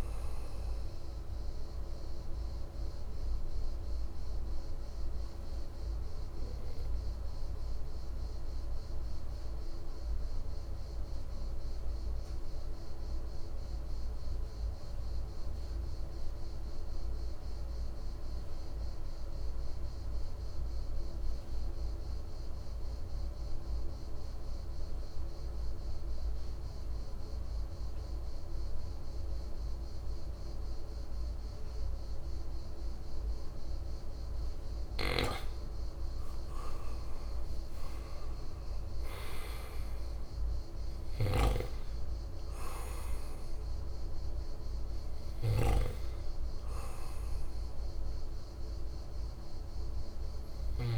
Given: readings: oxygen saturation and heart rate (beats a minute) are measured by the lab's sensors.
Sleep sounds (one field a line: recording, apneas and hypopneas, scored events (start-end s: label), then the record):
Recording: breathing in sleep, hard to hear, by a room microphone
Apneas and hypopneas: 1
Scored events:
0.00-14.00 s: oxygen desaturation (device-marked, oxygen 87% lowest, heart rate 56 extreme)
3.00-35.50 s: mixed apnea (oxygen 96% before, 87% lowest, heart rate 62 before, 56 extreme, up 6 after)
29.00-50.98 s: oxygen desaturation (device-marked, oxygen 99% before, 89% lowest, heart rate 59 before, 55 extreme)
37.00-42.00 s: arousal
41.50-46.00 s: snoring (device-marked)
From the record:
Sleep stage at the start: N2 (light sleep)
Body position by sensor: on the right side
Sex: male